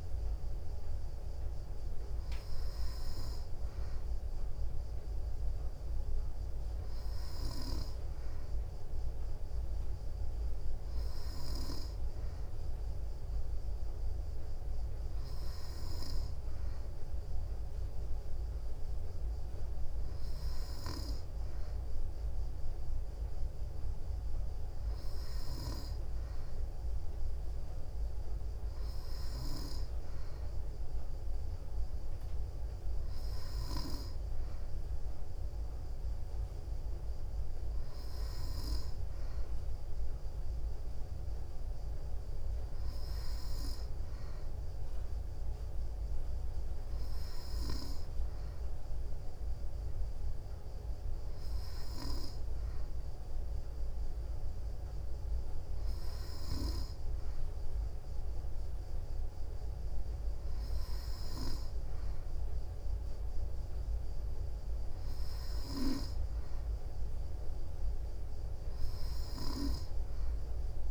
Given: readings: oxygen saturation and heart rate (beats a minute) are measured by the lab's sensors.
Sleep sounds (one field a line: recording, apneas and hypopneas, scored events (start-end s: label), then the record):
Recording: breathing in sleep, hard to hear, by a room microphone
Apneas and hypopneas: none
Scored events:
none scored
From the record:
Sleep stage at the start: N2 (light sleep)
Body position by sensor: on the back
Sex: female